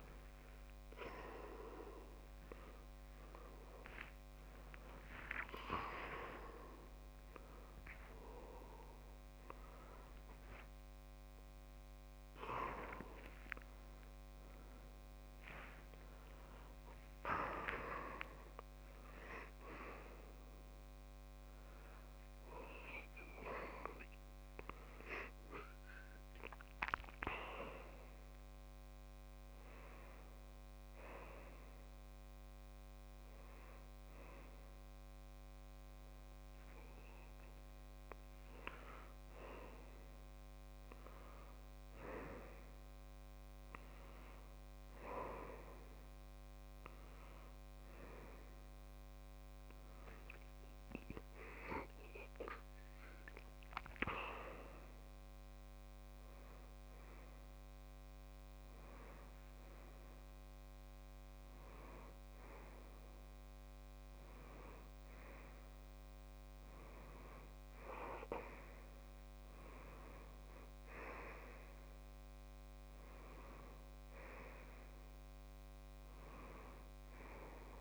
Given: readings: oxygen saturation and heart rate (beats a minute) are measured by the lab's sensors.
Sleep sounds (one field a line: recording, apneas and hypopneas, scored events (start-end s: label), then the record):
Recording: a person awake in a sleep study, by a microphone on the trachea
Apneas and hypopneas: none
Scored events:
68.50-77.81 s: new sleep stage, N1 (lightest sleep)
From the record:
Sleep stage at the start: awake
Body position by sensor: on the left side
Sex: male